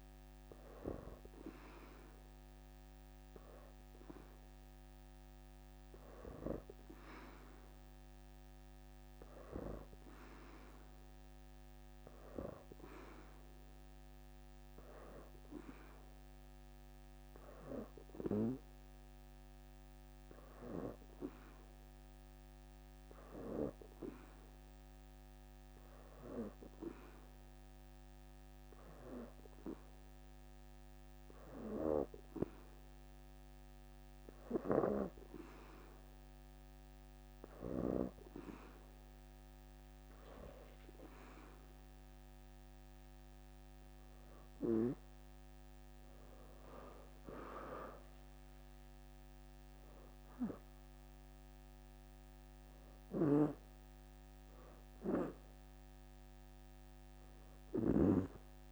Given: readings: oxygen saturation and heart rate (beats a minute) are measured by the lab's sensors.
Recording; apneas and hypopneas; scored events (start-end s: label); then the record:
breathing in sleep by a microphone on the trachea; 1
6.00-10.50 s: leg movement (device-marked)
20.50-25.50 s: leg movement (device-marked)
23.00-33.50 s: hypopnea (oxygen 89% before, 85% lowest, heart rate 85 before, 83 extreme, up 1 after)
28.50-52.50 s: oxygen desaturation (device-marked, oxygen 90% before, 85% lowest, heart rate 85 before, 81 extreme)
35.50-38.50 s: arousal
43.50-48.00 s: leg movement (device-marked)
From the record:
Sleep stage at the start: N2 (light sleep); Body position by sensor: on the back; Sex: female